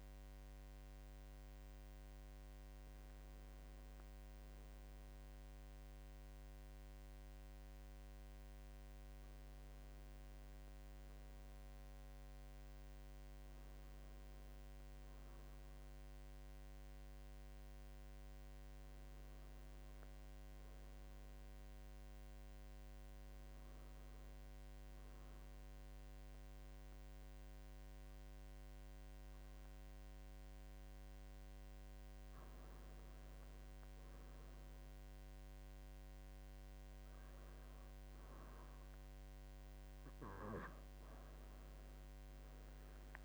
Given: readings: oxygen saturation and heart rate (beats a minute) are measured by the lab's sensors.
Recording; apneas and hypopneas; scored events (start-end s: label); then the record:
breathing in sleep, hard to hear, by a microphone on the trachea; none
0.00-1.50 s: oxygen desaturation (device-marked, oxygen 88% lowest, heart rate 69 extreme)
From the record:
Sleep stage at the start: N2 (light sleep); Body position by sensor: on the right side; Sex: male